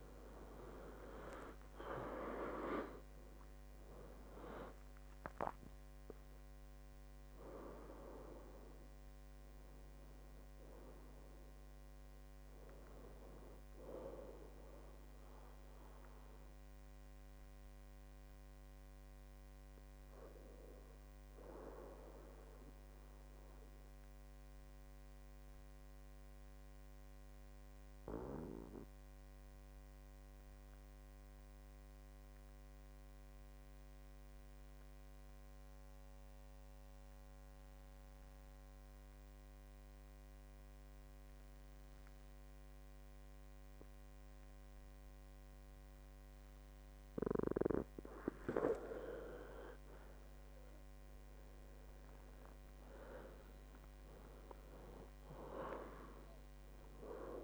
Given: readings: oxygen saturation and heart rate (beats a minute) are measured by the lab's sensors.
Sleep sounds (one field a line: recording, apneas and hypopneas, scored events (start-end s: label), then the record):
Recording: breathing in sleep by a microphone on the trachea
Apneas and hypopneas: 1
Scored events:
0.00-2.00 s: arousal
0.00-29.50 s: oxygen desaturation (device-marked, oxygen 84% lowest, heart rate 60 extreme)
23.50-48.50 s: obstructive apnea (oxygen 92% before, 84% lowest, heart rate 77 before, 60 extreme, up 16 after)
51.00-54.00 s: arousal
51.50-57.44 s: oxygen desaturation (device-marked, oxygen 99% before, 92% lowest, heart rate 63 before, 59 extreme)
From the record:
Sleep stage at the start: N2 (light sleep)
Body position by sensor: on the back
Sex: male